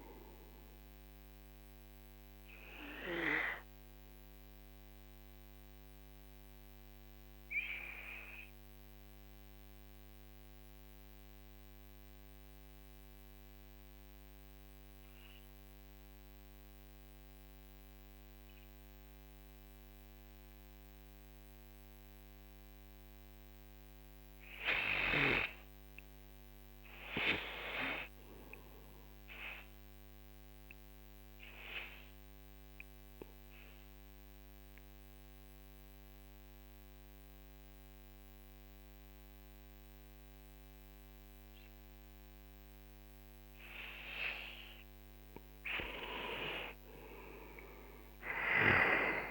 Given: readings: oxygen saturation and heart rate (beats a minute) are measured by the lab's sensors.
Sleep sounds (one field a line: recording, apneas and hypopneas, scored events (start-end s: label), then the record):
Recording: breathing in sleep by a microphone on the trachea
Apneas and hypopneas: 2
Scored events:
0.00-11.00 s: oxygen desaturation (device-marked, oxygen 86% lowest, heart rate 43 extreme)
7.00-26.00 s: mixed apnea (oxygen 93% before, 88% lowest, heart rate 53 before, 43 extreme, up 1 after)
27.00-30.50 s: arousal
28.00-48.00 s: oxygen desaturation (device-marked, oxygen 98% before, 90% lowest, heart rate 49 before, 43 extreme)
32.50-45.00 s: obstructive apnea (oxygen 98% before, 89% lowest, heart rate 47 before, 46 extreme, up 18 after)
47.50-49.31 s: arousal
From the record:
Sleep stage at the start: N2 (light sleep)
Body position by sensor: on the back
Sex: male